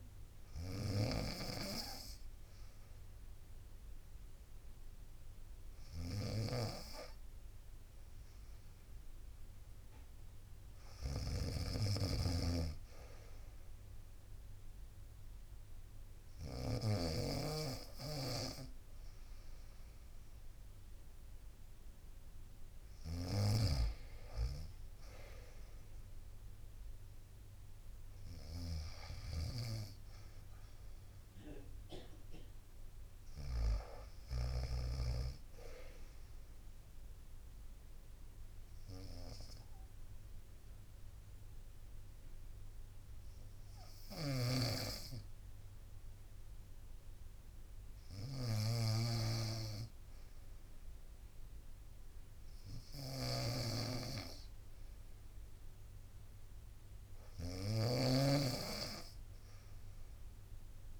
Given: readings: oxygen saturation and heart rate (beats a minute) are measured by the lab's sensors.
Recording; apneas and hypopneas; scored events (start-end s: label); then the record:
breathing in sleep by a room microphone; 2
0.00-16.50 s: snoring (device-marked)
11.50-23.00 s: obstructive apnea (oxygen 93% before, 92% lowest, heart rate 64 before, 61 extreme, up 4 after)
22.50-34.00 s: snoring (device-marked)
25.50-29.50 s: arousal
37.00-56.50 s: obstructive apnea (oxygen 96% before, 91% lowest, heart rate 63 before, 60 extreme, up 4 after)
43.50-61.00 s: snoring (device-marked)
59.00-61.00 s: arousal
From the record:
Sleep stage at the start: N2 (light sleep); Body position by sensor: on the right side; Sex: female